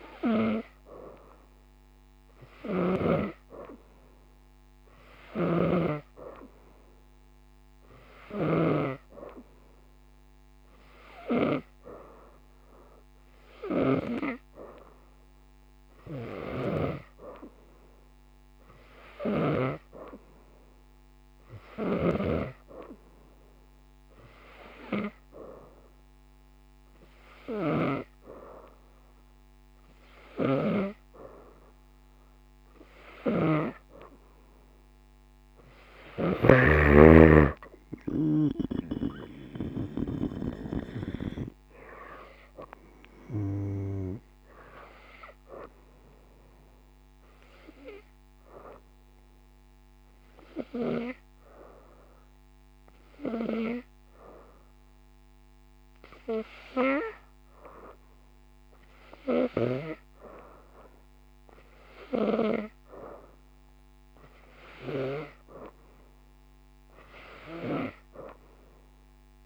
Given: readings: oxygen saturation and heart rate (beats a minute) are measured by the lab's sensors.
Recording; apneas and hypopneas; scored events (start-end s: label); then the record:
breathing in sleep by a microphone on the trachea; 1
0.00-3.00 s: snoring (device-marked)
5.00-8.50 s: snoring (device-marked)
30.00-40.00 s: snoring (device-marked)
37.50-41.00 s: arousal
39.50-52.50 s: oxygen desaturation (device-marked, oxygen 94% before, 90% lowest)
47.00-59.50 s: obstructive apnea (oxygen 94% before, 90% lowest)
61.50-64.00 s: arousal
63.50-69.46 s: oxygen desaturation (device-marked, oxygen 96% before, 92% lowest, heart rate 38 before, 33 extreme)
From the record:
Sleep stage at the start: N2 (light sleep); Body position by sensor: upright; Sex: female